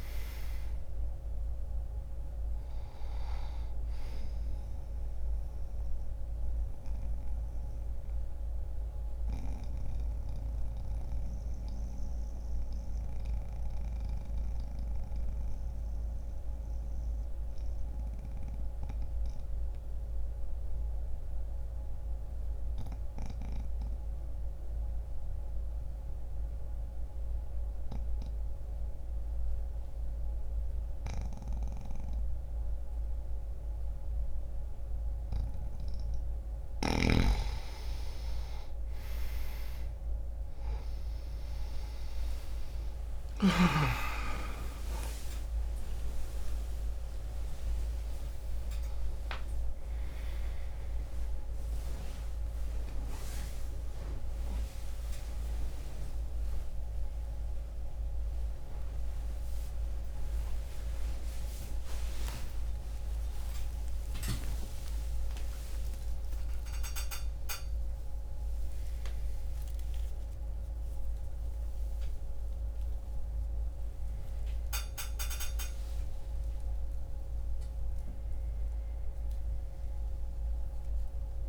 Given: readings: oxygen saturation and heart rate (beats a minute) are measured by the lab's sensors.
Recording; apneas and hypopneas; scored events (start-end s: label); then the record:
a person awake in a sleep study, by a room microphone; 1
0.00-25.50 s: oxygen desaturation (device-marked, oxygen 87% lowest, heart rate 44 extreme)
6.00-35.50 s: mixed apnea (oxygen 97% before, 87% lowest, heart rate 59 before, 44 extreme)
33.50-81.49 s: new sleep stage, awake
39.50-51.50 s: oxygen desaturation (device-marked, oxygen 97% before, 91% lowest, heart rate 63 before, 57 extreme)
From the record:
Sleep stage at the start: N2 (light sleep); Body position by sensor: on the back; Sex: male